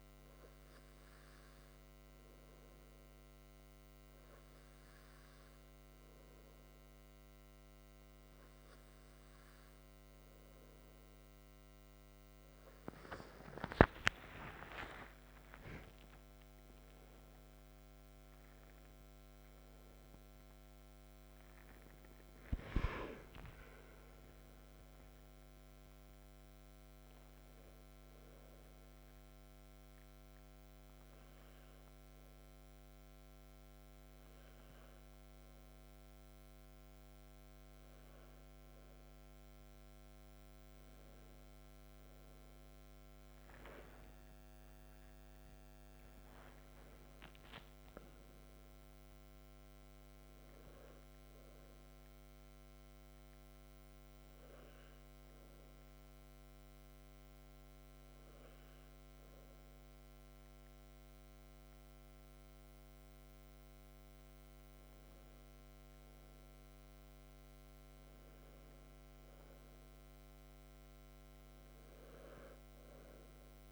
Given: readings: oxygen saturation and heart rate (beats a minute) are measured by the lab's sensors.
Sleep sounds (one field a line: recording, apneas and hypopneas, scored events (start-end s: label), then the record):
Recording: breathing in sleep by a microphone on the trachea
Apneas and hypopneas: 2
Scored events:
14.00-19.50 s: arousal
28.50-39.00 s: hypopnea (oxygen 96% before, 95% lowest, heart rate 56 before, 49 extreme, up 9 after)
43.50-48.50 s: arousal
53.50-64.50 s: hypopnea (oxygen 98% before, 96% lowest, heart rate 57 before, 47 extreme, up 7 after)
65.50-70.50 s: arousal
From the record:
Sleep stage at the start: N2 (light sleep)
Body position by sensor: on the back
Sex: male